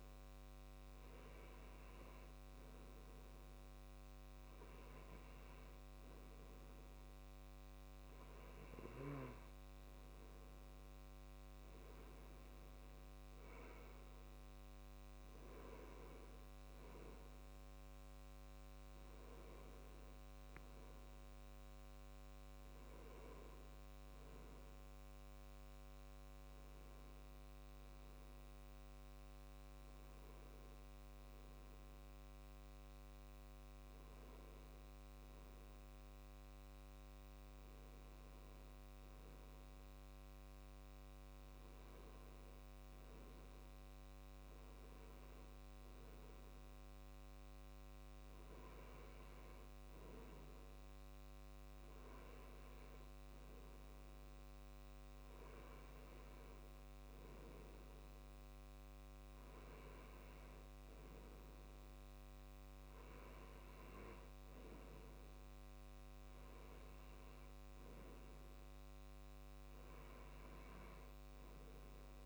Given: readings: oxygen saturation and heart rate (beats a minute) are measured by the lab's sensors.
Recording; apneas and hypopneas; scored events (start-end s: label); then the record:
breathing in sleep, hard to hear, by a microphone on the trachea; none
none scored
From the record:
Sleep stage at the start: N2 (light sleep); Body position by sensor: on the left side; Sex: male